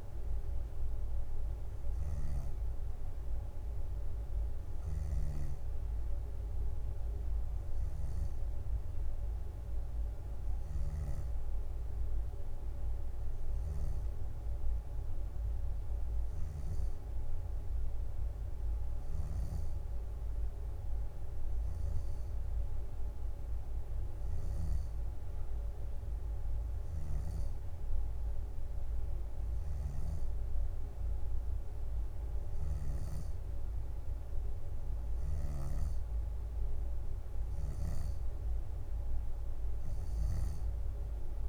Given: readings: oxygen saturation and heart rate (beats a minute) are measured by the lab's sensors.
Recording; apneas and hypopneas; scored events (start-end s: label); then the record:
breathing in sleep, hard to hear, by a room microphone; none
0.00-6.50 s: drop in pulse transit time (device-marked, heart rate 62 extreme)
17.50-19.50 s: bradycardia (device-marked, heart rate 65 before, 59 extreme)
24.00-26.00 s: leg movement (device-marked)
32.50-34.00 s: leg movement (device-marked)
35.50-37.50 s: bradycardia (device-marked, heart rate 64 before, 60 extreme)
37.00-39.00 s: leg movement (device-marked)
From the record:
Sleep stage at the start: N2 (light sleep); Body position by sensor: on the back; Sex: female